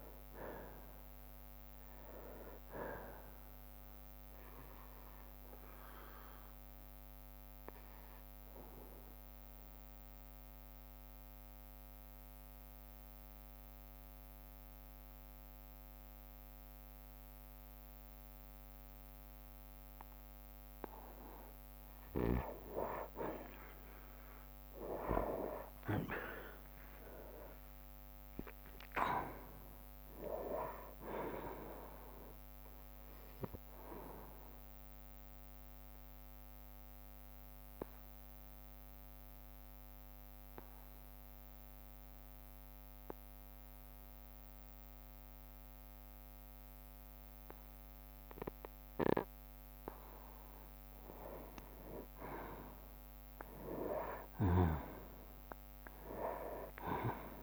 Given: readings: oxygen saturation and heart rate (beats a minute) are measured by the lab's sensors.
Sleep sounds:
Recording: breathing in sleep by a microphone on the trachea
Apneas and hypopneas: 2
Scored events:
0.00-1.00 s: oxygen desaturation (device-marked, oxygen 92% lowest, heart rate 59 extreme)
0.00-3.00 s: arousal
0.00-12.00 s: drop in pulse transit time (device-marked, heart rate 61 before, 65 extreme)
6.00-21.50 s: obstructive apnea (oxygen 97% before, 91% lowest, heart rate 63 before, 59 extreme, up 5 after)
16.00-20.00 s: bradycardia (device-marked, heart rate 62 before, 59 extreme)
16.00-28.00 s: oxygen desaturation (device-marked, oxygen 96% before, 92% lowest, heart rate 65 before, 59 extreme)
26.00-31.00 s: arousal
28.00-40.00 s: drop in pulse transit time (device-marked, heart rate 62 before, 61 extreme)
36.00-49.50 s: obstructive apnea (oxygen 97% before, 91% lowest, heart rate 61 before, 51 extreme, up 0 after)
44.00-52.00 s: oxygen desaturation (device-marked, oxygen 95% before, 91% lowest, heart rate 63 before, 51 extreme)
49.00-56.00 s: bradycardia (device-marked, heart rate 62 before, 51 extreme)
50.50-52.50 s: long interval between heartbeats (device-marked, heart rate 62 before, 60 extreme)
52.50-57.00 s: arousal
55.00-57.43 s: drop in pulse transit time (device-marked, heart rate 60 before, 52 extreme)
From the record:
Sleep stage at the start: N2 (light sleep)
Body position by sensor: on the right side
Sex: male

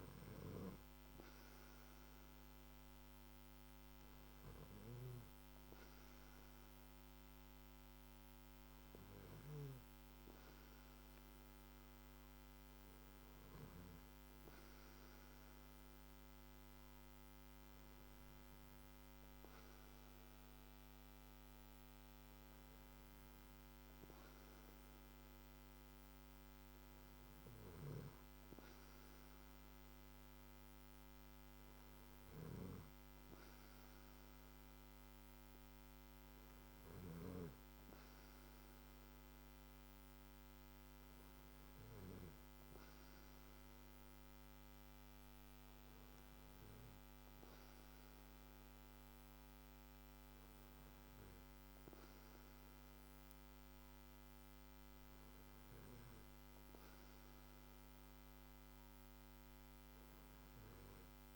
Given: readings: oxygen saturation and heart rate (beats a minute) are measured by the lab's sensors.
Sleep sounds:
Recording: breathing in sleep, hard to hear, by a microphone on the trachea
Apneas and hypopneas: none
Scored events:
none scored
From the record:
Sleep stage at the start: N2 (light sleep)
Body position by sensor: on the back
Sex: male

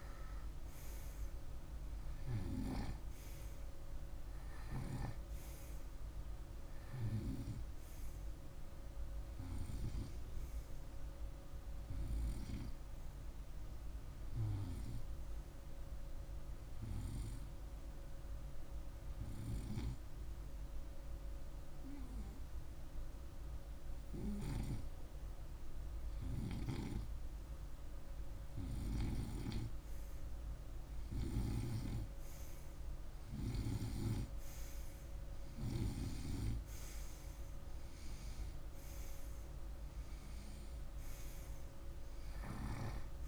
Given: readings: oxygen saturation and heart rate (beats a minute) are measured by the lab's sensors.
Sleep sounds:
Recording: breathing in sleep by a room microphone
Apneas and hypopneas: 1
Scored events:
14.00-27.00 s: hypopnea (oxygen 96% before, 94% lowest, heart rate 52 before, 50 extreme, up 0 after)
30.00-34.50 s: arousal
From the record:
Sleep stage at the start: N2 (light sleep)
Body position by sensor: on the right side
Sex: male

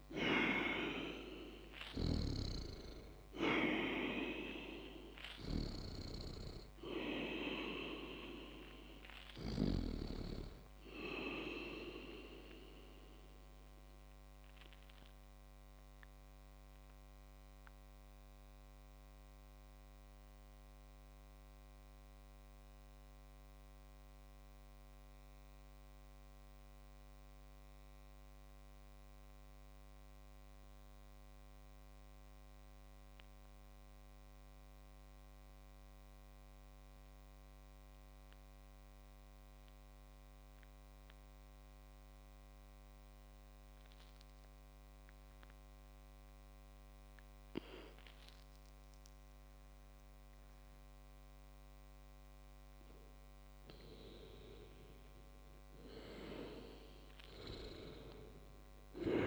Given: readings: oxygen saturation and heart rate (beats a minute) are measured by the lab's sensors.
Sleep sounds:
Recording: breathing in sleep by a microphone on the trachea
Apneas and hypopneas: 1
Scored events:
0.00-1.50 s: arousal
0.00-9.50 s: snoring (device-marked)
13.00-51.00 s: mixed apnea (oxygen 100% before, 97% lowest, heart rate 102 before, 49 extreme, up 17 after)
52.50-56.00 s: arousal
From the record:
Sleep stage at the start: N2 (light sleep)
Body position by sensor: on the back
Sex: male

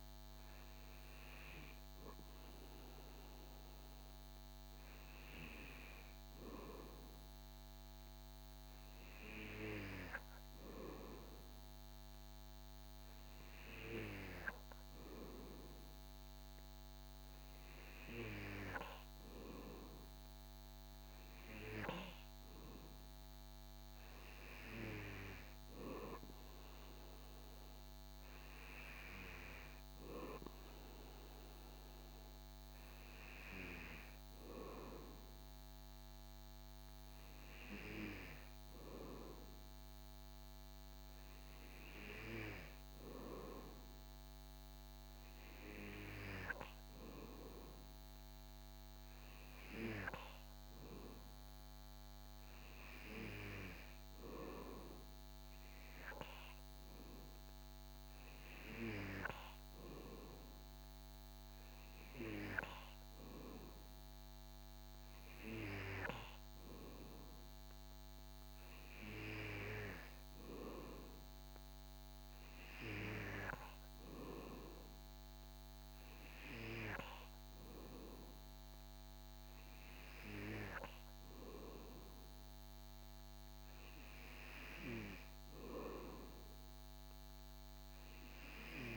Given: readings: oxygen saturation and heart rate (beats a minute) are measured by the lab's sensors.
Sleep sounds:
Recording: breathing in sleep by a microphone on the trachea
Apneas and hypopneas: none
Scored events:
none scored
From the record:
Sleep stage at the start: N2 (light sleep)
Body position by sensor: on the back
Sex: male

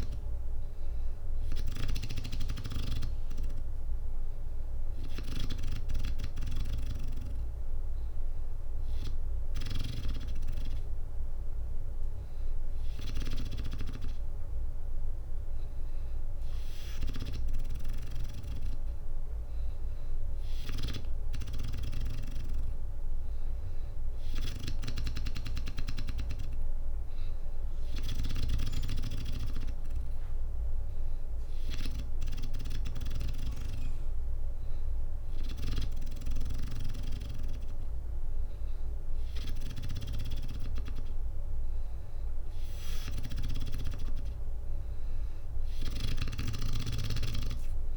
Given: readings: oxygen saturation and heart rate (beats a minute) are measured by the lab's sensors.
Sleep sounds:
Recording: breathing in sleep by a room microphone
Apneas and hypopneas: none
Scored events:
0.00-2.00 s: snoring (device-marked)
0.00-8.00 s: oxygen desaturation (device-marked, oxygen 94% lowest, heart rate 62 extreme)
39.00-47.97 s: snoring (device-marked)
From the record:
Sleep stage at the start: N2 (light sleep)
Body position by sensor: on the back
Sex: female

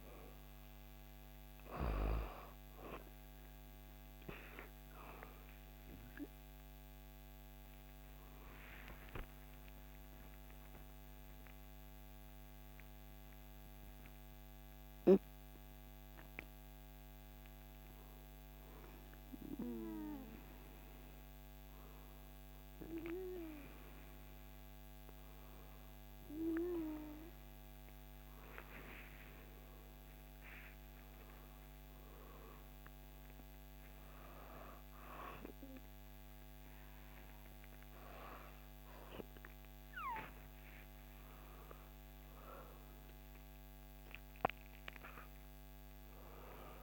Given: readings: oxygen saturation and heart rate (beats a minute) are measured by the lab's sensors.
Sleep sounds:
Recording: breathing in sleep by a microphone on the trachea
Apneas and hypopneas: none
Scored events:
9.00-15.00 s: arousal
33.50-46.83 s: new sleep stage, N1 (lightest sleep)
From the record:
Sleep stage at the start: N2 (light sleep)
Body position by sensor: on the back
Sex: female

